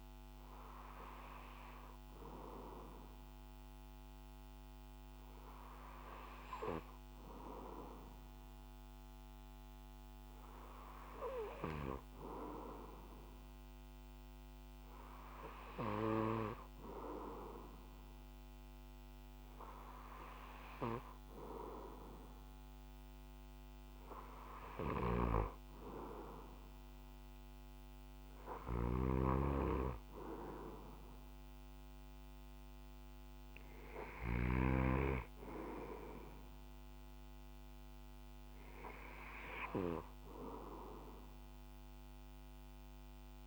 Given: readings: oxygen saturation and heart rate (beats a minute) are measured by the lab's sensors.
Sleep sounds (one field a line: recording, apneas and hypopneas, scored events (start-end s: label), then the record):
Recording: breathing in sleep by a microphone on the trachea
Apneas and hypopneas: none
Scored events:
24.50-29.00 s: snoring (device-marked)
From the record:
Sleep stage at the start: N2 (light sleep)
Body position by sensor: on the back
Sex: male